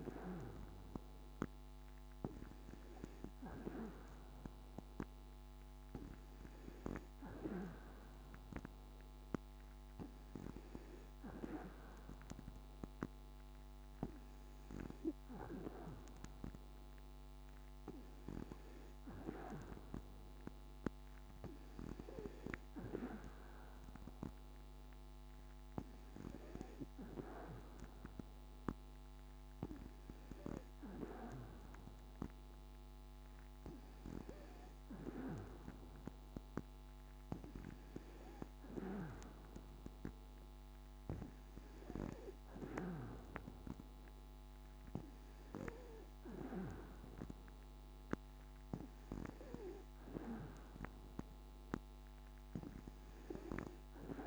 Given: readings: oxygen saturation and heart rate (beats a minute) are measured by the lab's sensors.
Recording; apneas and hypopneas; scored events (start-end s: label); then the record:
breathing in sleep by a microphone on the trachea; none
none scored
From the record:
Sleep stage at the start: N2 (light sleep); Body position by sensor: on the back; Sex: female